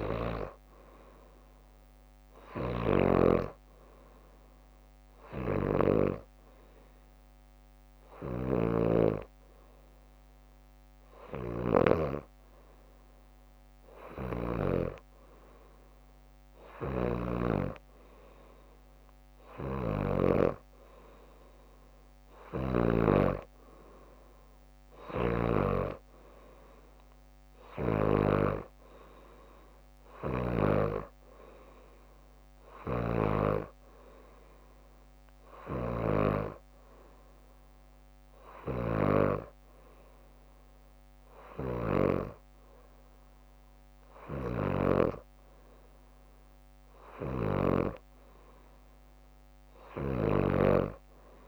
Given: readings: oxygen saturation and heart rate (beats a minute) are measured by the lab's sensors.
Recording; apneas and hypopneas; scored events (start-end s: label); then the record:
breathing in sleep by a microphone on the trachea; none
2.00-6.00 s: snoring (device-marked)
8.00-14.50 s: snoring (device-marked)
10.50-12.50 s: bradycardia (device-marked, heart rate 63 before, 62 extreme)
14.00-20.00 s: leg movement (device-marked)
16.50-20.00 s: snoring (device-marked)
22.00-25.50 s: snoring (device-marked)
25.00-26.00 s: leg movement (device-marked)
32.50-42.00 s: snoring (device-marked)
41.00-46.50 s: leg movement (device-marked)
44.00-47.50 s: snoring (device-marked)
48.50-50.50 s: bradycardia (device-marked, heart rate 63 before, 62 extreme)
49.50-51.48 s: snoring (device-marked)
From the record:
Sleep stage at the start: N2 (light sleep); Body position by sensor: upright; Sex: female